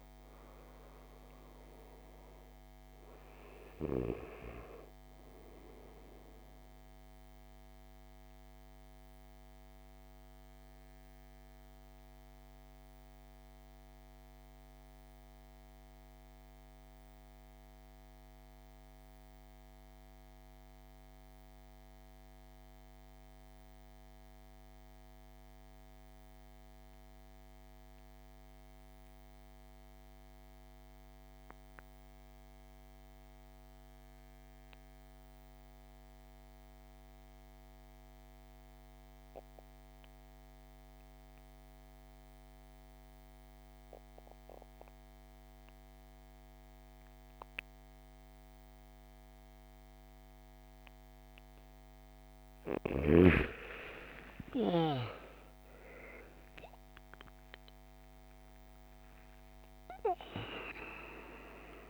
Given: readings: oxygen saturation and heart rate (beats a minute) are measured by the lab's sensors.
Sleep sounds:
breathing in sleep by a microphone on the trachea; 1
0.00-27.00 s: oxygen desaturation (device-marked, oxygen 80% lowest, heart rate 48 extreme)
6.50-52.00 s: mixed apnea (oxygen 99% before, 70% lowest, heart rate 64 before, 48 extreme, up 27 after)
33.00-61.90 s: oxygen desaturation (device-marked, oxygen 99% before, 70% lowest, heart rate 53 before, 52 extreme)
53.50-59.50 s: arousal
From the record:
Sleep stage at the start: N2 (light sleep); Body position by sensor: on the right side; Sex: male

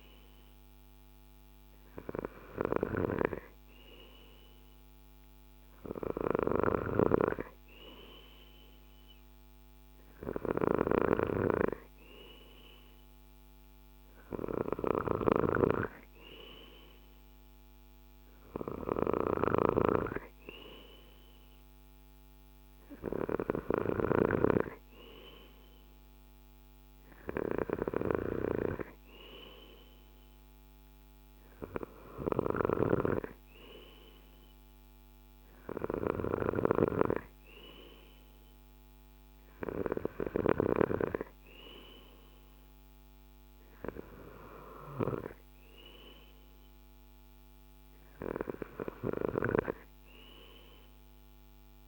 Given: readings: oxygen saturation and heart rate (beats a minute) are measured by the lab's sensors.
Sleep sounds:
breathing in sleep by a microphone on the trachea; none
none scored
From the record:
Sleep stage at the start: N2 (light sleep); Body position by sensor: on the left side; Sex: male

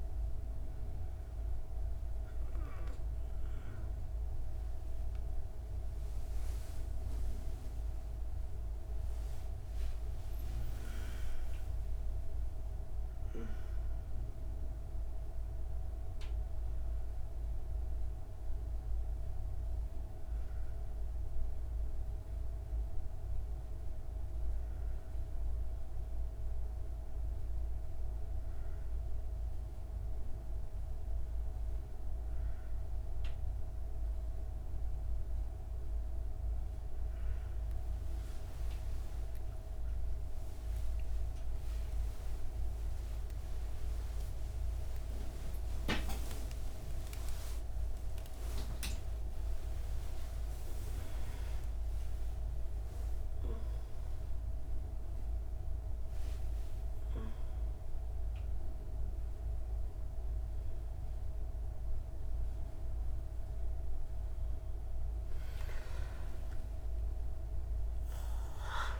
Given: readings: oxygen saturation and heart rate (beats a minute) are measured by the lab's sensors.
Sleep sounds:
a person partly awake in a sleep study, hard to hear, by a room microphone; none
4.00-10.50 s: arousal
26.50-56.50 s: new sleep stage, awake
56.50-69.00 s: new sleep stage, N1 (lightest sleep)
From the record:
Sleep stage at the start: N2 (light sleep); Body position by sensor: on the back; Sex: female

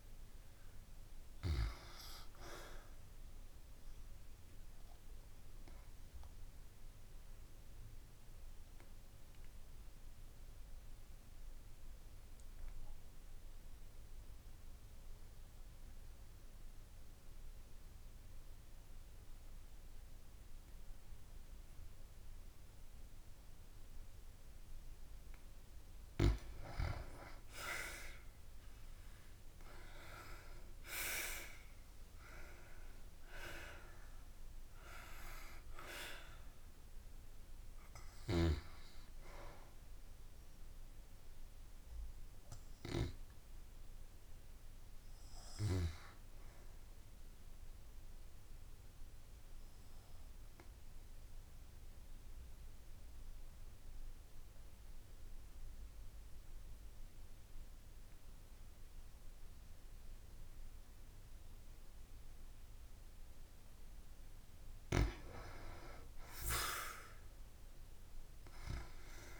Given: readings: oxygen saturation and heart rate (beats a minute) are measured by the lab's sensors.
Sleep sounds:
breathing in sleep by a room microphone; 2
5.00-25.00 s: obstructive apnea (oxygen 98% before, 88% lowest)
21.00-41.00 s: oxygen desaturation (device-marked, oxygen 96% before, 88% lowest)
27.50-31.00 s: arousal
48.00-64.50 s: obstructive apnea (oxygen 96% before, 89% lowest)
62.00-69.40 s: oxygen desaturation (device-marked, oxygen 96% before, 89% lowest)
66.00-69.40 s: arousal
From the record:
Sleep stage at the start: N2 (light sleep); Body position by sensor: on the back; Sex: female

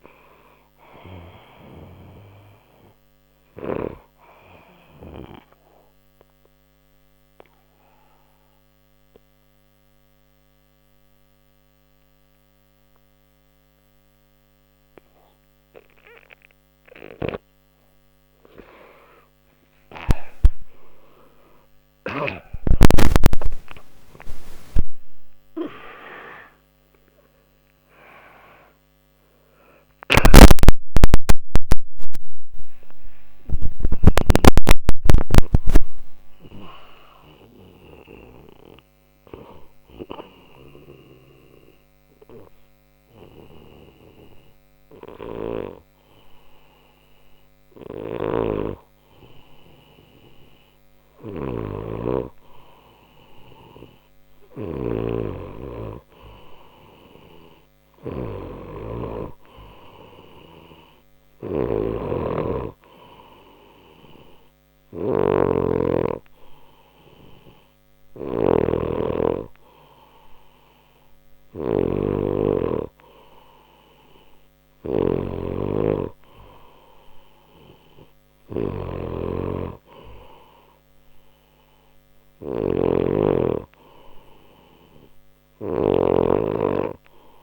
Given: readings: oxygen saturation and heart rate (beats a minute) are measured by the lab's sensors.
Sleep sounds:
breathing in sleep by a microphone on the trachea; 2
0.00-16.50 s: oxygen desaturation (device-marked, oxygen 90% lowest, heart rate 59 extreme)
5.00-17.50 s: obstructive apnea (oxygen 97% before, 90% lowest, heart rate 62 before, 59 extreme, up 11 after)
16.50-20.00 s: snoring (device-marked)
22.50-29.50 s: arousal
39.50-51.50 s: obstructive apnea (oxygen 97% before, 93% lowest, heart rate 91 before, 59 extreme, up 1 after)
47.50-87.43 s: snoring (device-marked)
53.50-57.00 s: arousal
63.50-79.50 s: oxygen desaturation (device-marked, oxygen 97% before, 93% lowest, heart rate 61 before, 59 extreme)
From the record:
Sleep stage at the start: N2 (light sleep); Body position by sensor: on the back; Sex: male

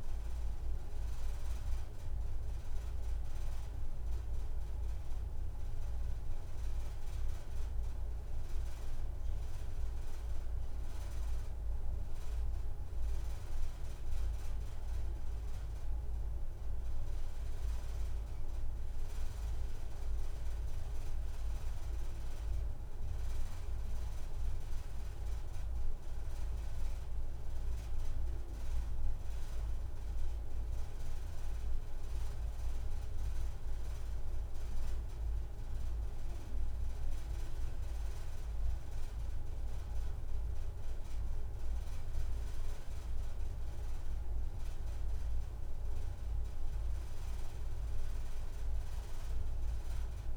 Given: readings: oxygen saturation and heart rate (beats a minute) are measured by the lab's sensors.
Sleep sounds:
breathing in sleep, hard to hear, by a room microphone; none
16.50-18.50 s: long interval between heartbeats (device-marked, heart rate 75 before, 63 extreme)
24.00-26.00 s: long interval between heartbeats (device-marked, heart rate 41 before, 32 extreme)
30.00-32.00 s: long interval between heartbeats (device-marked, heart rate 38 before, 105 extreme)
34.50-36.50 s: long interval between heartbeats (device-marked, heart rate 68 before, 168 extreme)
43.50-45.50 s: long interval between heartbeats (device-marked, heart rate 92 before, 38 extreme)
45.50-47.50 s: long interval between heartbeats (device-marked, heart rate 92 before, 45 extreme)
48.00-50.00 s: long interval between heartbeats (device-marked, heart rate 93 before, 63 extreme)
From the record:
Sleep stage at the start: N2 (light sleep); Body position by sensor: on the right side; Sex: female

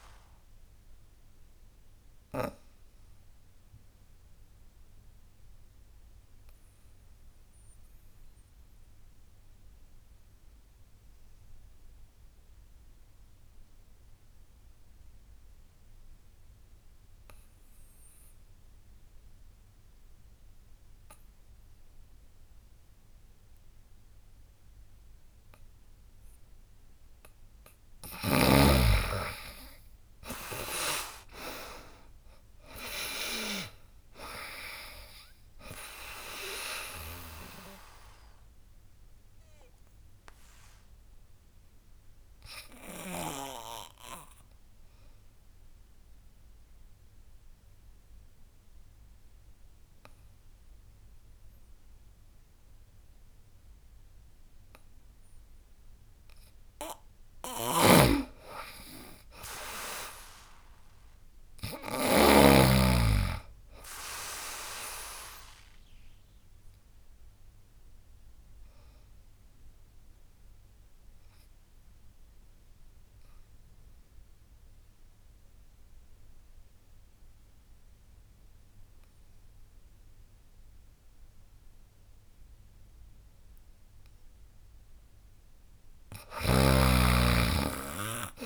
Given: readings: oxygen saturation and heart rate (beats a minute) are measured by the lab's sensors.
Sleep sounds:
breathing in sleep by a room microphone; 3
0.00-4.00 s: drop in pulse transit time (device-marked, heart rate 77 extreme)
0.00-14.00 s: oxygen desaturation (device-marked, oxygen 93% lowest, heart rate 64 extreme)
0.50-25.00 s: obstructive apnea (oxygen 100% before, 87% lowest, heart rate 77 before, 64 extreme, up 16 after)
22.00-55.00 s: oxygen desaturation (device-marked, oxygen 99% before, 87% lowest, heart rate 72 before, 61 extreme)
28.00-42.00 s: drop in pulse transit time (device-marked, heart rate 74 before, 69 extreme)
29.00-31.50 s: arousal
38.00-55.50 s: obstructive apnea (oxygen 99% before, 87% lowest, heart rate 83 before, 61 extreme, up 13 after)
57.00-62.00 s: snoring (device-marked)
58.00-61.00 s: arousal
60.00-71.00 s: drop in pulse transit time (device-marked, heart rate 74 before, 67 extreme)
65.00-80.00 s: oxygen desaturation (device-marked, oxygen 99% before, 93% lowest, heart rate 77 before, 61 extreme)
66.00-84.00 s: obstructive apnea (oxygen 99% before, 91% lowest, heart rate 78 before, 61 extreme, up 21 after)
85.00-88.46 s: oxygen desaturation (device-marked, oxygen 98% before, 91% lowest, heart rate 69 before, 64 extreme)
86.00-88.46 s: snoring (device-marked)
86.50-88.46 s: arousal
From the record:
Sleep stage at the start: N2 (light sleep); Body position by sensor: on the back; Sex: female

